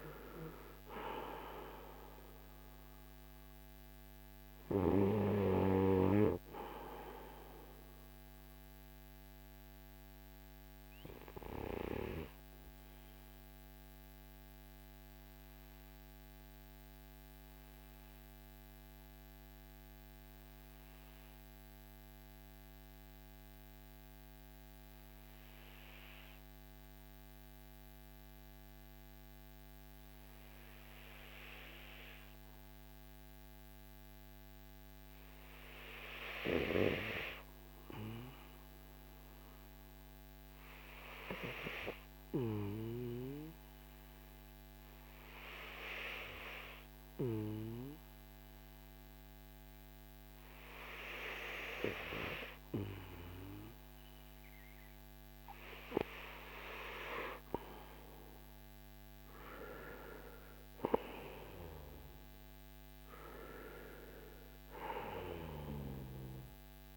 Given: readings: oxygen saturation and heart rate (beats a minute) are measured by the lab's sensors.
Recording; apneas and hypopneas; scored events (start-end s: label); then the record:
breathing in sleep by a microphone on the trachea; 1
8.50-52.50 s: obstructive apnea (oxygen 97% before, 92% lowest, heart rate 56 before, 27 extreme, up 9 after)
55.50-60.00 s: arousal
From the record:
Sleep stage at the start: N2 (light sleep); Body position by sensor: on the back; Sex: male